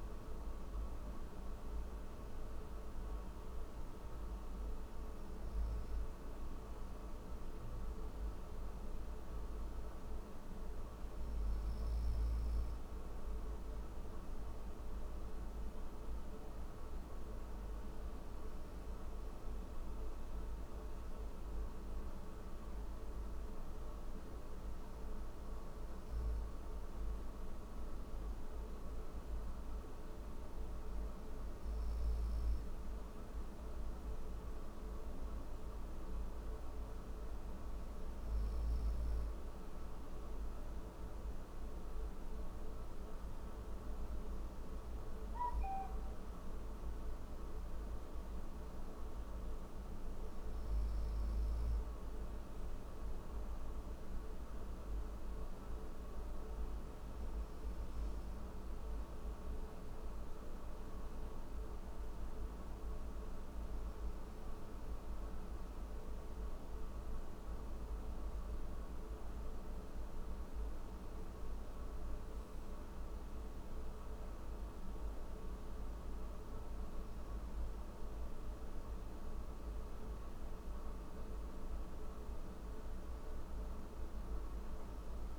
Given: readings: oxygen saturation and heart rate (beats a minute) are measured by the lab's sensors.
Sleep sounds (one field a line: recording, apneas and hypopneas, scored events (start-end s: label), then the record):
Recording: breathing in sleep, hard to hear, by a room microphone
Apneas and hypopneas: none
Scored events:
none scored
From the record:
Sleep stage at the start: N1 (lightest sleep)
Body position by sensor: on the right side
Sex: male